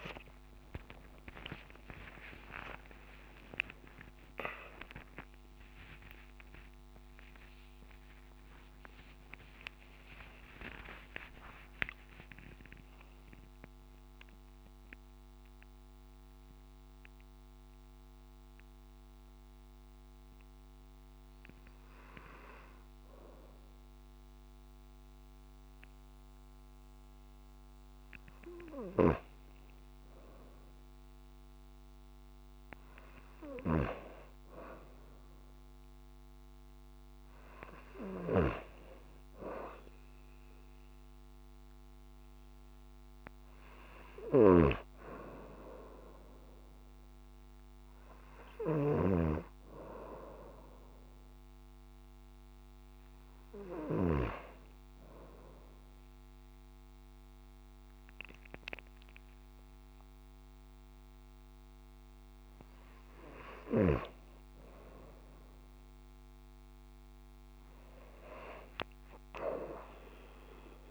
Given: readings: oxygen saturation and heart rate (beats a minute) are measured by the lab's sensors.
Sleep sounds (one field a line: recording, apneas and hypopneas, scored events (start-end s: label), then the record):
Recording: a person partly awake in a sleep study, by a microphone on the trachea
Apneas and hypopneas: none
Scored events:
0.00-11.50 s: oxygen desaturation (device-marked, oxygen 92% lowest)
1.00-3.00 s: long interval between heartbeats (device-marked, heart rate 45 before, 75 extreme)
3.00-5.00 s: long interval between heartbeats (device-marked, heart rate 53 before, 98 extreme)
10.50-12.50 s: long interval between heartbeats (device-marked, heart rate 63 before, 79 extreme)
33.50-70.91 s: new sleep stage, N2 (light sleep)
42.50-55.50 s: oxygen desaturation (device-marked, oxygen 98% before, 94% lowest)
From the record:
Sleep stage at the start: awake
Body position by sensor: on the front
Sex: female